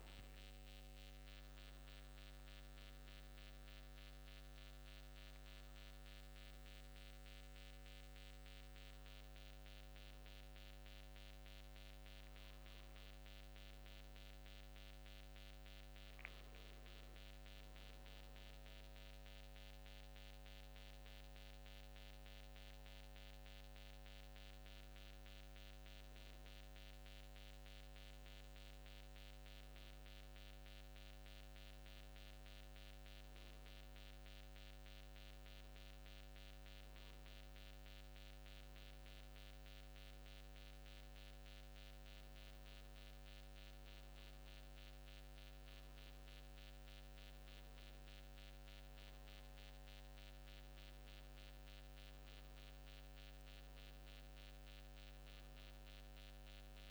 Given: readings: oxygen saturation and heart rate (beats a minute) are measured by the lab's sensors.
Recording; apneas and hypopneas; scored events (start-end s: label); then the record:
breathing in sleep, hard to hear, by a microphone on the trachea; none
none scored
From the record:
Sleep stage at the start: N1 (lightest sleep); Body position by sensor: on the back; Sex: male